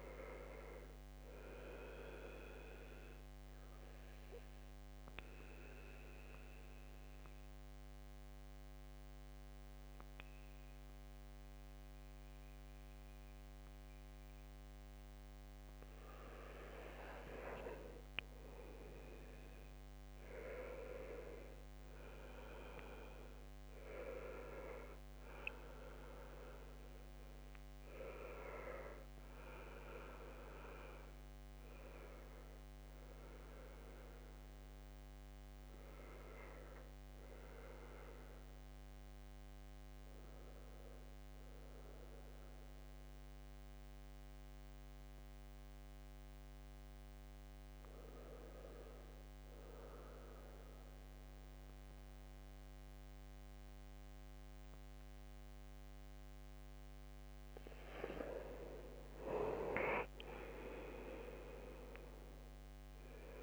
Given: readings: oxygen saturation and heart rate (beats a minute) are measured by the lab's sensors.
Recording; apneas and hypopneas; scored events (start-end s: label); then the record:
breathing in sleep by a microphone on the trachea; 2
0.00-14.50 s: oxygen desaturation (device-marked, oxygen 90% lowest, heart rate 65 extreme)
4.50-16.50 s: central apnea (oxygen 97% before, 90% lowest, heart rate 71 before, 65 extreme, up 8 after)
18.50-22.50 s: arousal
24.50-41.50 s: oxygen desaturation (device-marked, oxygen 97% before, 91% lowest, heart rate 68 before, 67 extreme)
35.50-58.00 s: obstructive apnea (oxygen 97% before, 89% lowest, heart rate 74 before, 67 extreme, up 7 after)
58.50-63.43 s: oxygen desaturation (device-marked, oxygen 96% before, 91% lowest, heart rate 74 before, 68 extreme)
59.00-62.50 s: arousal
From the record:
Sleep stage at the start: N2 (light sleep); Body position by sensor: on the back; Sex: male